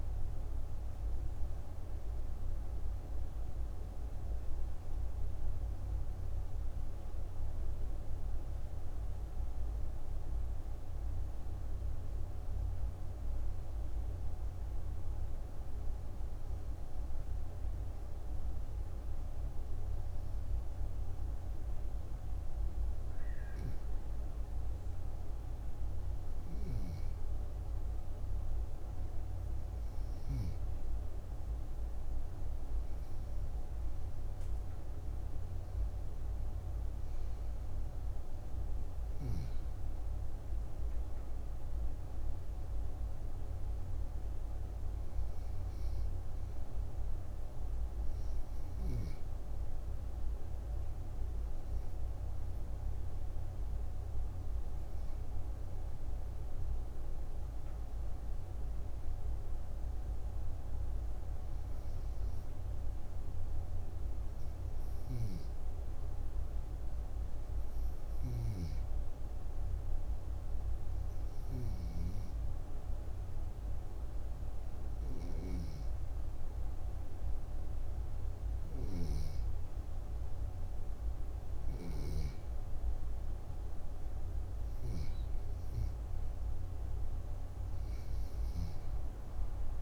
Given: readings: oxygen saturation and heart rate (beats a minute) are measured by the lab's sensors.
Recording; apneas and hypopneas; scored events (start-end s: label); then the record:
breathing in sleep, hard to hear, by a room microphone; 2
15.50-27.00 s: hypopnea (oxygen 95% before, 92% lowest, heart rate 74 before, 60 extreme, up 2 after)
29.00-32.00 s: arousal
39.50-58.50 s: oxygen desaturation (device-marked, oxygen 96% before, 92% lowest, heart rate 70 before, 59 extreme)
57.00-61.00 s: arousal
64.50-81.50 s: hypopnea (oxygen 96% before, 89% lowest, heart rate 63 before, 60 extreme, up 4 after)
84.50-89.82 s: oxygen desaturation (device-marked, oxygen 94% before, 89% lowest, heart rate 62 before, 58 extreme)
88.00-89.82 s: arousal
From the record:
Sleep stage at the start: N2 (light sleep); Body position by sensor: on the back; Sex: female